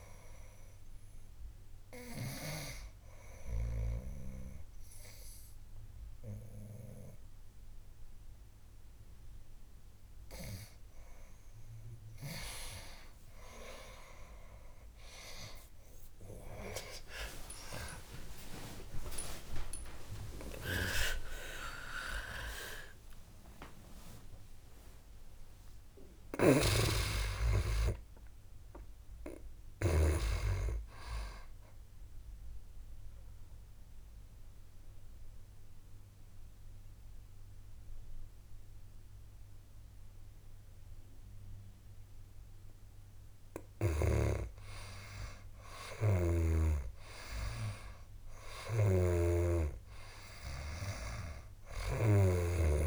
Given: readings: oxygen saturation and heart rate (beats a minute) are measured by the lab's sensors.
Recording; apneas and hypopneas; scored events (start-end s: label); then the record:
breathing in sleep by a room microphone; 1
0.00-2.50 s: snoring (device-marked)
0.00-3.00 s: oxygen desaturation (device-marked, oxygen 76% lowest, heart rate 72 extreme)
16.00-21.50 s: arousal
19.50-21.50 s: long interval between heartbeats (device-marked, heart rate 74 before, 96 extreme)
20.00-27.00 s: tachycardia (device-marked, heart rate 75 before, 132 extreme)
23.00-37.00 s: oxygen desaturation (device-marked, oxygen 98% before, 94% lowest, heart rate 79 before, 75 extreme)
26.00-30.00 s: snoring (device-marked)
29.00-52.87 s: new sleep stage, N2 (light sleep)
32.00-43.50 s: mixed apnea (oxygen 99% before, 92% lowest, heart rate 95 before, 75 extreme, up 0 after)
46.50-51.00 s: arousal
From the record:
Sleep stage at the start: N1 (lightest sleep); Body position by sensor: on the right side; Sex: male